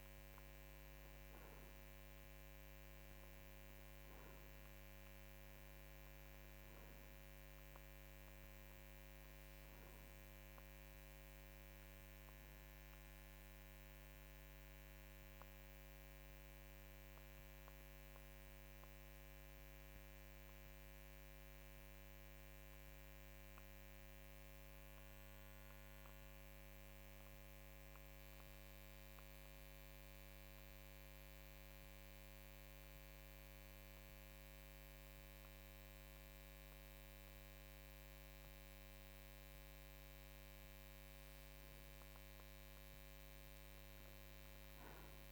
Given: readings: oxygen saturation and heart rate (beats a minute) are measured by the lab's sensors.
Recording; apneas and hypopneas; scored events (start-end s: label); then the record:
breathing in sleep, hard to hear, by a microphone on the trachea; 1
0.00-7.50 s: oxygen desaturation (device-marked, oxygen 91% lowest, heart rate 54 extreme)
15.50-39.00 s: central apnea (oxygen 94% before, 91% lowest, heart rate 56 before, 50 extreme, up 6 after)
43.00-45.31 s: arousal
From the record:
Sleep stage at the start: N2 (light sleep); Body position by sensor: on the right side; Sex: male